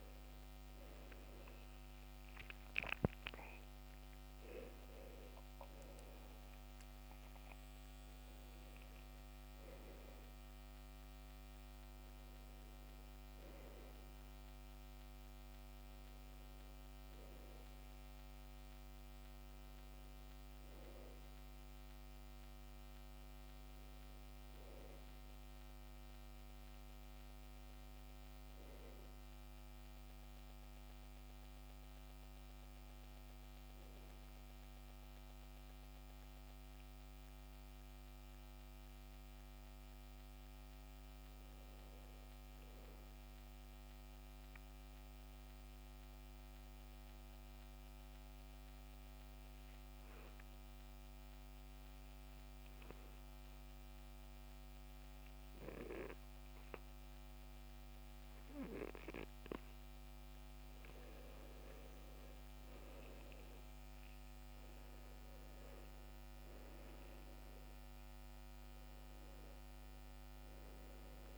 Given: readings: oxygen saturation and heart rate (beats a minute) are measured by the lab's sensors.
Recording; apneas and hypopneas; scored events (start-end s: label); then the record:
breathing in sleep, hard to hear, by a microphone on the trachea; 1
0.00-28.50 s: oxygen desaturation (device-marked, oxygen 87% lowest, heart rate 64 extreme)
33.00-37.50 s: arousal
45.00-60.00 s: obstructive apnea (oxygen 97% before, 88% lowest, heart rate 65 before, 64 extreme, up 11 after)
53.50-71.38 s: oxygen desaturation (device-marked, oxygen 97% before, 88% lowest, heart rate 65 before, 63 extreme)
62.50-66.00 s: arousal
From the record:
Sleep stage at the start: N2 (light sleep); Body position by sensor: on the back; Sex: male